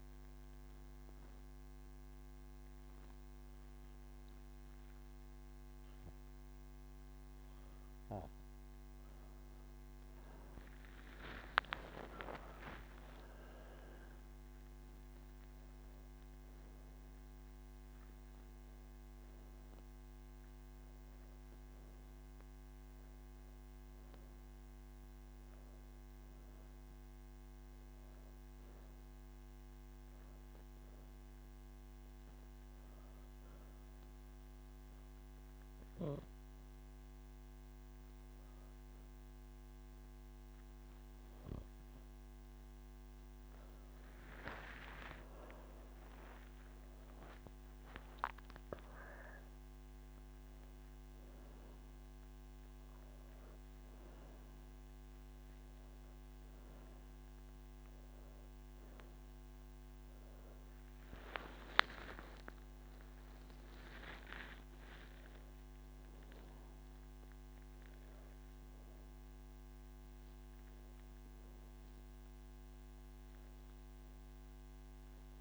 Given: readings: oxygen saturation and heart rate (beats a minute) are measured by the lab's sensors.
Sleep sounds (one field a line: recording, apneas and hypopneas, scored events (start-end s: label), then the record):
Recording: breathing in sleep by a microphone on the trachea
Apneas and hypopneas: none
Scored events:
37.00-47.00 s: oxygen desaturation (device-marked, oxygen 97% before, 94% lowest)
49.00-75.41 s: new sleep stage, N3 (deep sleep)
From the record:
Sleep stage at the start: N1 (lightest sleep)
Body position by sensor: on the back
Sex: female